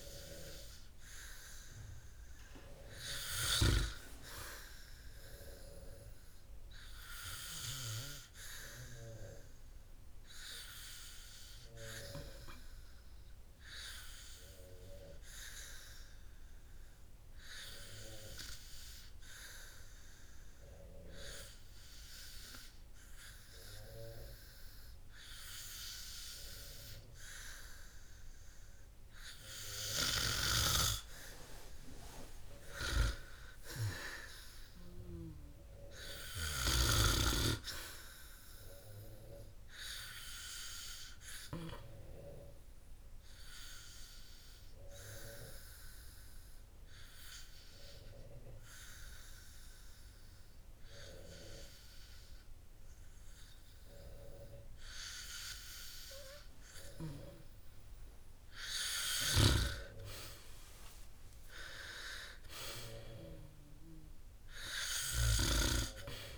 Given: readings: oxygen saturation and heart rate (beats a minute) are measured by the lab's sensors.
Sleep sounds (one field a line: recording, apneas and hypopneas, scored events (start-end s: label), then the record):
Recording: breathing in sleep by a room microphone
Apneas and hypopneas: 2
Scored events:
5.00-8.00 s: arousal
10.50-25.50 s: hypopnea (oxygen 97% before, 94% lowest)
27.00-30.00 s: arousal
43.00-58.00 s: hypopnea (oxygen 98% before, 94% lowest)
60.00-64.00 s: arousal
From the record:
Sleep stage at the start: N2 (light sleep)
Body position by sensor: on the back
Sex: male